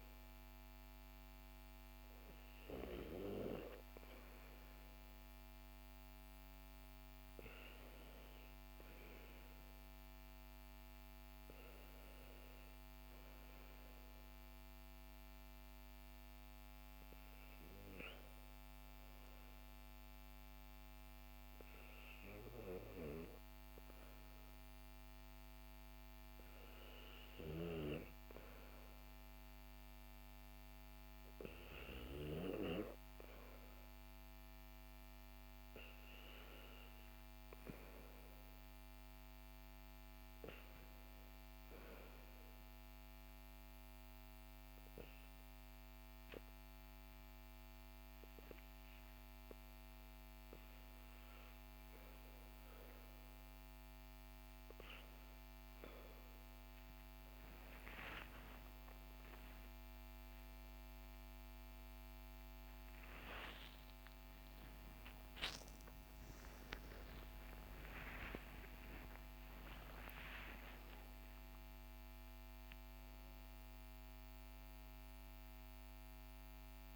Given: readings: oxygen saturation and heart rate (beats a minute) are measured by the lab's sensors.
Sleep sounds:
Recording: breathing in sleep by a microphone on the trachea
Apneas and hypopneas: 1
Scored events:
8.50-54.00 s: hypopnea (oxygen 98% before, 96% lowest, heart rate 60 before, 54 extreme, up 9 after)
55.00-76.96 s: new sleep stage, N1 (lightest sleep)
63.00-68.50 s: arousal
From the record:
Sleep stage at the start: REM sleep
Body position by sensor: on the back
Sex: male

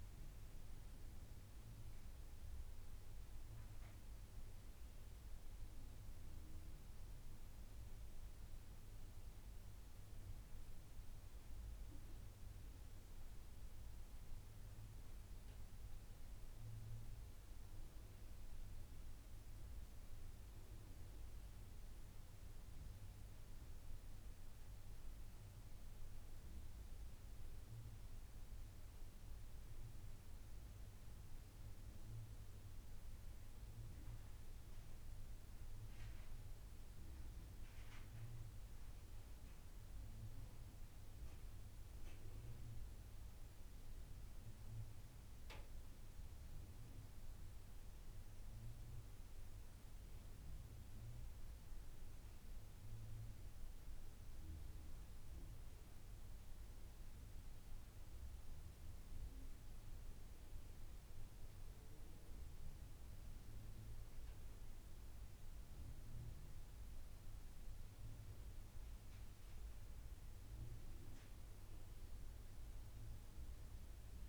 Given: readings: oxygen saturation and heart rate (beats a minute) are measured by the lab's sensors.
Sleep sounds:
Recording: breathing in sleep, hard to hear, by a room microphone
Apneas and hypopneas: none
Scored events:
none scored
From the record:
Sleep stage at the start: N2 (light sleep)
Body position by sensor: on the back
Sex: female

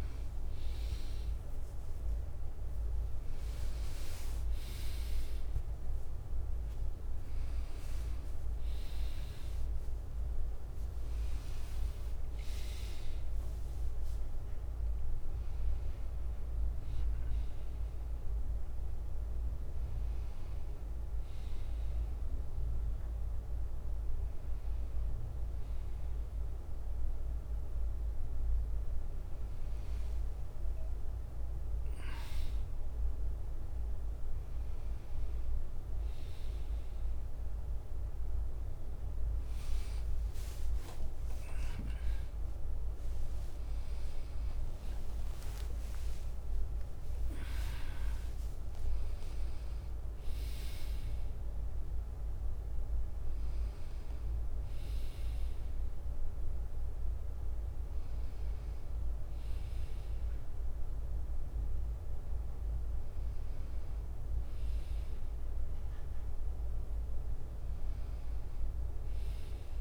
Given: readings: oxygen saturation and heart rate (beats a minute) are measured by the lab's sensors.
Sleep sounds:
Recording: a person partly awake in a sleep study, hard to hear, by a room microphone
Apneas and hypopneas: none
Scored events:
8.50-69.81 s: new sleep stage, N1 (lightest sleep)
28.50-33.50 s: bradycardia (device-marked, heart rate 70 before, 59 extreme)
38.50-41.50 s: leg movement (device-marked)
39.00-44.00 s: arousal
44.00-45.50 s: leg movement (device-marked)
47.50-48.50 s: leg movement (device-marked)
From the record:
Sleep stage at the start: awake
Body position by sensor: on the back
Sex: male

